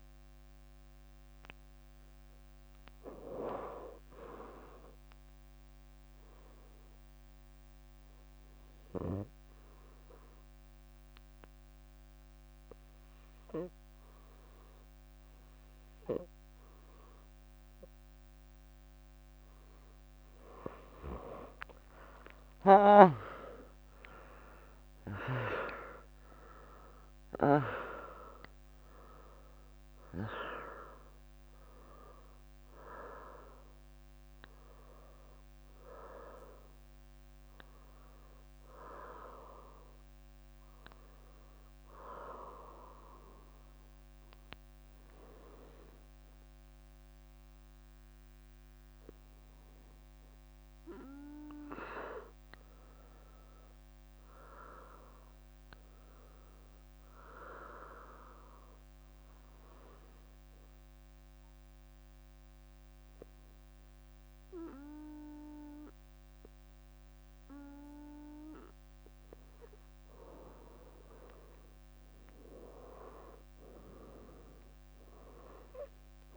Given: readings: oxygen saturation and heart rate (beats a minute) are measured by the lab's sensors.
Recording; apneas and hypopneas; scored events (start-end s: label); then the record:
breathing in sleep by a microphone on the trachea; 3
0.00-2.50 s: arousal
2.00-4.50 s: leg movement (device-marked)
5.00-19.00 s: obstructive apnea (oxygen 97% before, 89% lowest, heart rate 66 before, 71 extreme, up 8 after)
8.50-16.50 s: leg movement (device-marked)
22.00-28.50 s: leg movement (device-marked)
22.50-26.00 s: arousal
26.50-43.50 s: oxygen desaturation (device-marked, oxygen 95% before, 89% lowest, heart rate 72 before, 62 extreme)
28.50-33.00 s: leg movement (device-marked)
38.00-39.00 s: leg movement (device-marked)
39.50-43.00 s: leg movement (device-marked)
43.50-54.50 s: hypopnea (oxygen 95% before, 96% lowest, heart rate 75 before, 62 extreme, up 2 after)
44.00-48.50 s: leg movement (device-marked)
56.00-58.50 s: arousal
56.00-59.50 s: leg movement (device-marked)
60.00-70.50 s: hypopnea (oxygen 99% before, 95% lowest, heart rate 70 before, 62 extreme, up 7 after)
73.00-76.37 s: arousal
74.00-74.50 s: leg movement (device-marked)
From the record:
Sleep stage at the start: N2 (light sleep); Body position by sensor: on the right side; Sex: female